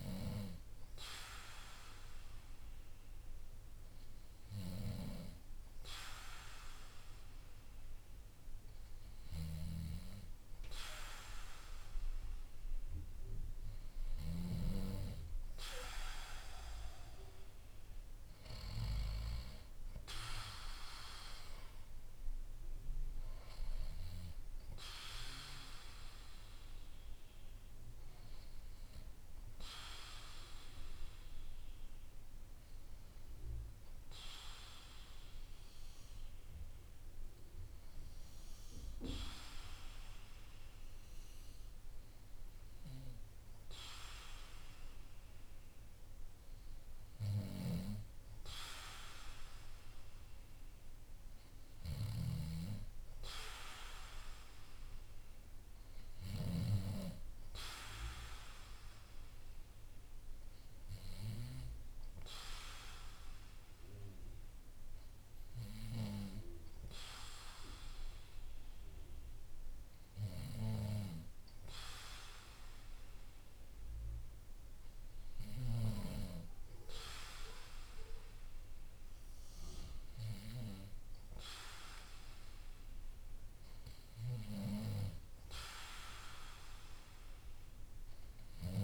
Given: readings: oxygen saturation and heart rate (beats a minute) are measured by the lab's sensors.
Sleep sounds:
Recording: breathing in sleep by a room microphone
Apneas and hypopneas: none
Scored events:
51.50-56.00 s: snoring (device-marked)
From the record:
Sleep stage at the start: N2 (light sleep)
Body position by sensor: on the back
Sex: male

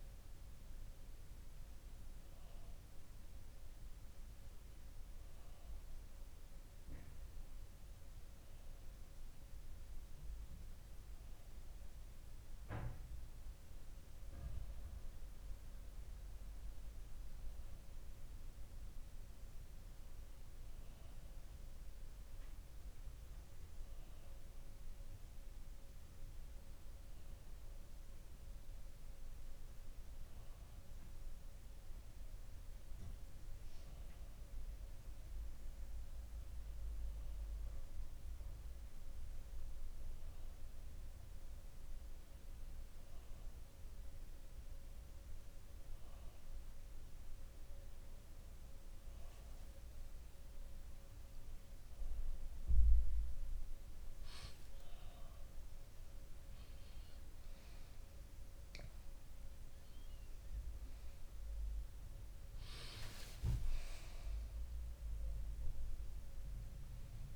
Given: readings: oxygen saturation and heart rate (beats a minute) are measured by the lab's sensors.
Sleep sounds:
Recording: breathing in sleep, hard to hear, by a room microphone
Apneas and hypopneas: none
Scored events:
58.50-62.50 s: arousal
From the record:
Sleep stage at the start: N2 (light sleep)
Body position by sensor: on the back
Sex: male

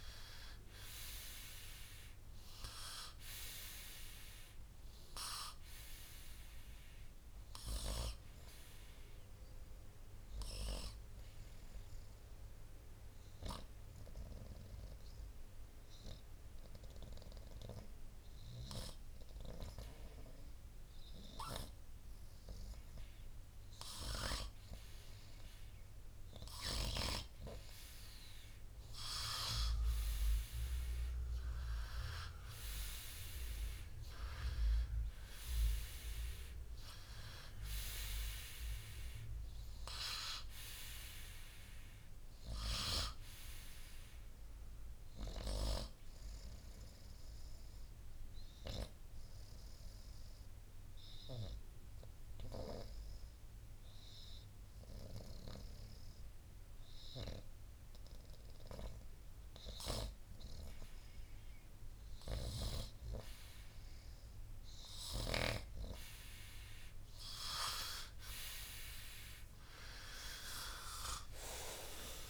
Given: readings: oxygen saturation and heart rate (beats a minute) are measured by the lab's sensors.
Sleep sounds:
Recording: breathing in sleep by a room microphone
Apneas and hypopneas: 2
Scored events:
0.00-21.50 s: oxygen desaturation (device-marked, oxygen 91% lowest, heart rate 60 extreme)
11.00-25.00 s: hypopnea (oxygen 96% before, 91% lowest, heart rate 64 before, 60 extreme, up 5 after)
28.50-33.00 s: arousal
46.50-60.50 s: hypopnea (oxygen 95% before, 92% lowest, heart rate 65 before, 60 extreme, up 3 after)
67.50-71.00 s: arousal
From the record:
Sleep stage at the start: N2 (light sleep)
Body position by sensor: on the right side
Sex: male

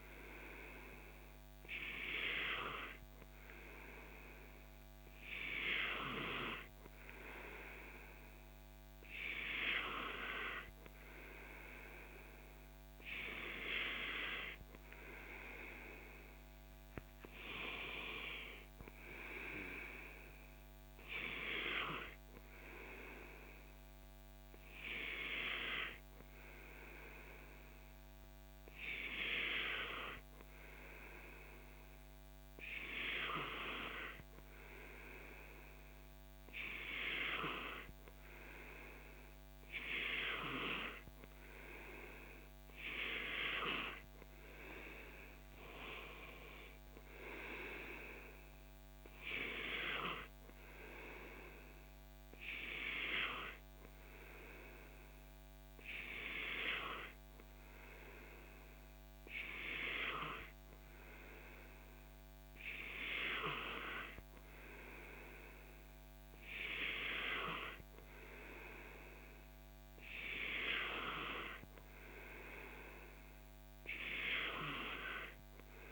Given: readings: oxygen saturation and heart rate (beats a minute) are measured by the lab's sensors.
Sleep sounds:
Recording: breathing in sleep by a microphone on the trachea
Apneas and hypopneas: none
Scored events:
none scored
From the record:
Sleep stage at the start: N2 (light sleep)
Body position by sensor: on the back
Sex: male

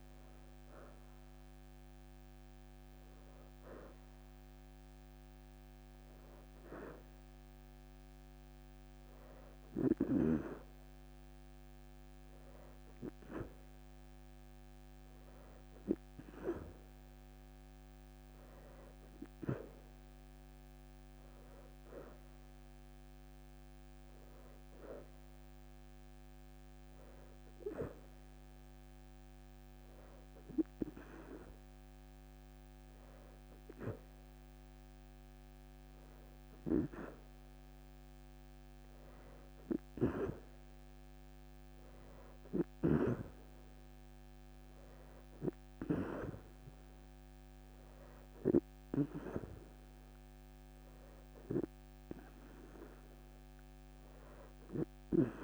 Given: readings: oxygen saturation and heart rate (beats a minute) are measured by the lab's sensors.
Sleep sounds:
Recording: breathing in sleep by a microphone on the trachea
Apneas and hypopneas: none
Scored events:
4.00-13.00 s: leg movement (device-marked)
17.50-26.00 s: leg movement (device-marked)
27.00-28.00 s: leg movement (device-marked)
45.00-48.50 s: leg movement (device-marked)
From the record:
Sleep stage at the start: N2 (light sleep)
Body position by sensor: on the right side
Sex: female

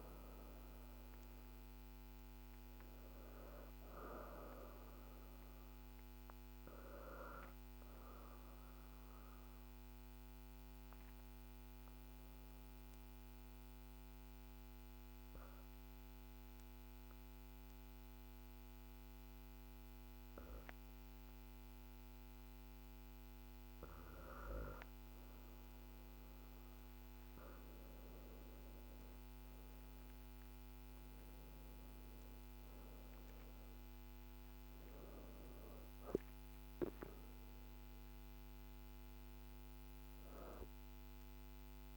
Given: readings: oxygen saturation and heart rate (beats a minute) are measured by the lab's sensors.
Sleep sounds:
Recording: breathing in sleep by a microphone on the trachea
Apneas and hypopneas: 1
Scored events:
0.00-1.00 s: arousal
0.00-1.50 s: oxygen desaturation (device-marked, oxygen 87% lowest, heart rate 49 extreme)
7.00-26.50 s: obstructive apnea (oxygen 98% before, 83% lowest, heart rate 55 before, 50 extreme, up 6 after)
24.50-41.97 s: oxygen desaturation (device-marked, oxygen 98% before, 83% lowest, heart rate 51 before, 50 extreme)
30.00-35.00 s: arousal
From the record:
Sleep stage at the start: N2 (light sleep)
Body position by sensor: on the back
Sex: female

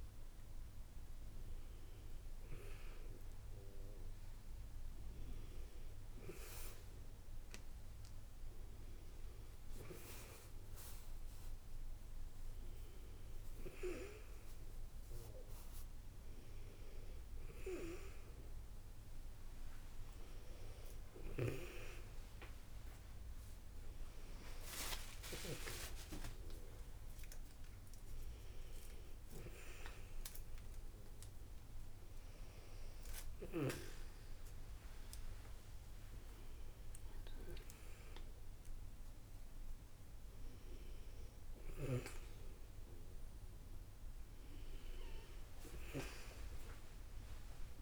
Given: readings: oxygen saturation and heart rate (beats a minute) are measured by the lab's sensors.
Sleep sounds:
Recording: a person awake in a sleep study, by a room microphone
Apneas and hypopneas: none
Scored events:
21.00-25.50 s: snoring (device-marked)
From the record:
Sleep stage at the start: awake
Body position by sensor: on the back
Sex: female

